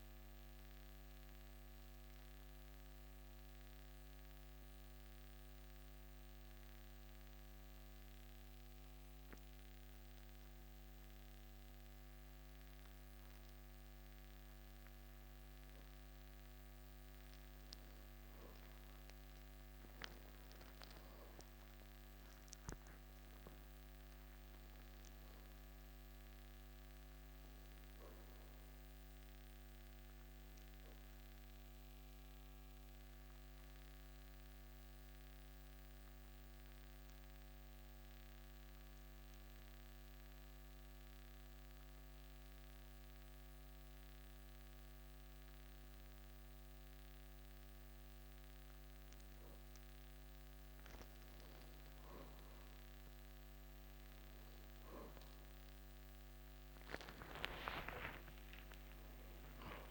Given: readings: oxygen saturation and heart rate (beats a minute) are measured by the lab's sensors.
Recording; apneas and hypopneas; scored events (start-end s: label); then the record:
breathing in sleep, hard to hear, by a microphone on the trachea; 2
1.50-14.50 s: mixed apnea (oxygen 97% before, 93% lowest, heart rate 60 before, 55 extreme, up 10 after)
18.00-43.00 s: oxygen desaturation (device-marked, oxygen 97% before, 93% lowest, heart rate 56 before, 55 extreme)
18.50-22.00 s: arousal
33.00-49.00 s: obstructive apnea (oxygen 97% before, 93% lowest, heart rate 61 before, 55 extreme, up 0 after)
53.00-58.00 s: arousal
56.00-59.90 s: oxygen desaturation (device-marked, oxygen 97% before, 93% lowest, heart rate 55 before, 45 extreme)
From the record:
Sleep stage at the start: N2 (light sleep); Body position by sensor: on the back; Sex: male